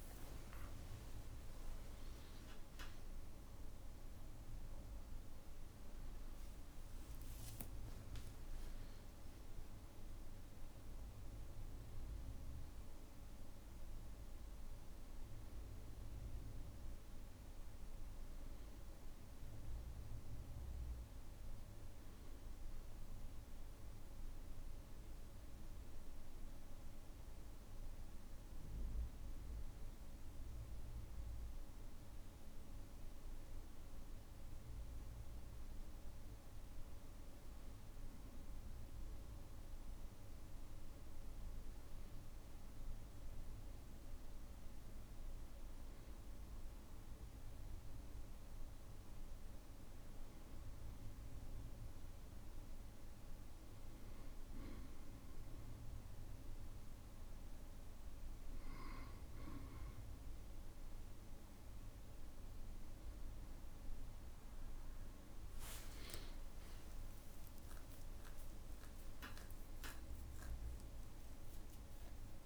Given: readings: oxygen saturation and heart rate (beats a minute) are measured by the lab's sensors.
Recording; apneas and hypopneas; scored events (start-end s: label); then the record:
breathing in sleep, hard to hear, by a room microphone; none
8.50-10.50 s: long interval between heartbeats (device-marked, heart rate 61 before, 71 extreme)
16.00-72.46 s: new sleep stage, N2 (light sleep)
49.50-51.50 s: long interval between heartbeats (device-marked, heart rate 57 before, 62 extreme)
66.00-72.46 s: tachycardia (device-marked, heart rate 71 before, 207 extreme)
68.00-70.00 s: long interval between heartbeats (device-marked, heart rate 60 before, 84 extreme)
70.00-72.00 s: long interval between heartbeats (device-marked, heart rate 63 before, 114 extreme)
From the record:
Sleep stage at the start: N1 (lightest sleep); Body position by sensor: on the back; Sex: male